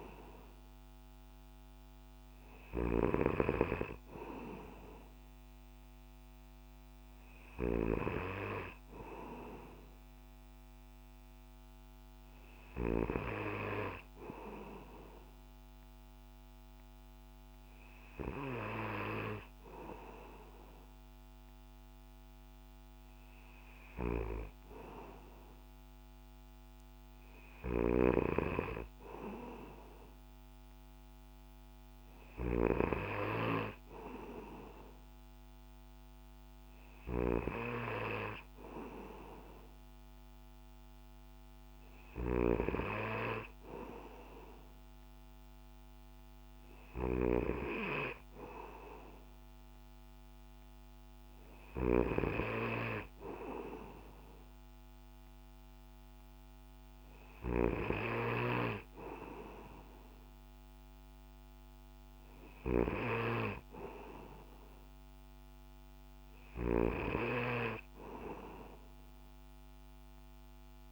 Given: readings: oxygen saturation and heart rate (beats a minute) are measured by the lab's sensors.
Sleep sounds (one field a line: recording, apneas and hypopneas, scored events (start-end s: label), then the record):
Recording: breathing in sleep by a microphone on the trachea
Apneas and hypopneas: none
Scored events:
27.50-33.00 s: snoring (device-marked)
66.50-70.92 s: snoring (device-marked)
From the record:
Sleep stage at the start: N2 (light sleep)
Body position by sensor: on the back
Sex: male